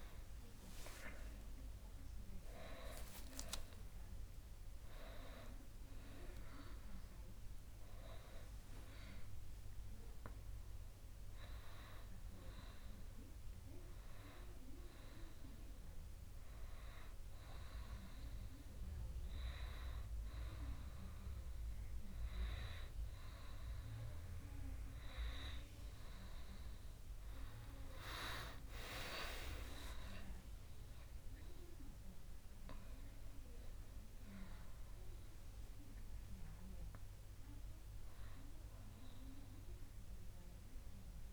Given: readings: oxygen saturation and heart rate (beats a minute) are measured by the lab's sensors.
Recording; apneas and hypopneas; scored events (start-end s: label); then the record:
a person awake in a sleep study, by a room microphone; none
0.50-12.50 s: oxygen desaturation (device-marked, oxygen 96% before, 93% lowest, heart rate 84 before, 65 extreme)
From the record:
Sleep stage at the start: awake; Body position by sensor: on the right side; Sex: male